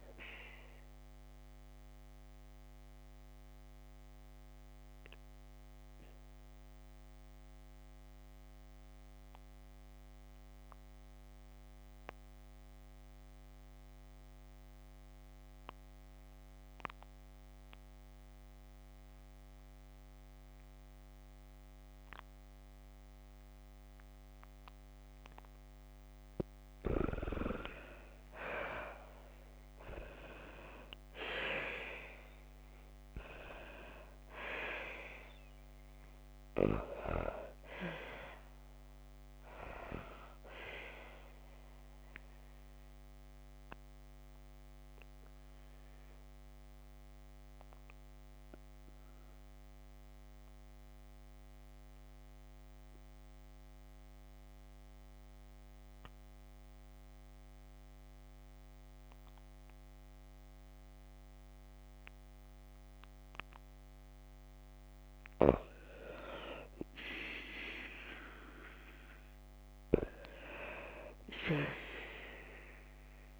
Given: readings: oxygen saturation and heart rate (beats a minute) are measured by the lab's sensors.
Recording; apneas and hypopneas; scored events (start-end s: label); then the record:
breathing in sleep by a microphone on the trachea; 2
2.50-26.00 s: obstructive apnea (oxygen 94% before, 87% lowest, heart rate 77 before, 53 extreme, up 57 after)
22.00-30.00 s: oxygen desaturation (device-marked, oxygen 96% before, 91% lowest, heart rate 63 before, 73 extreme)
30.00-33.00 s: arousal
42.00-63.50 s: obstructive apnea (oxygen 97% before, 87% lowest, heart rate 117 before, 65 extreme, up 26 after)
61.00-73.40 s: oxygen desaturation (device-marked, oxygen 96% before, 87% lowest, heart rate 102 before, 55 extreme)
66.00-69.00 s: arousal
From the record:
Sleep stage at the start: N2 (light sleep); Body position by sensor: on the back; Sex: female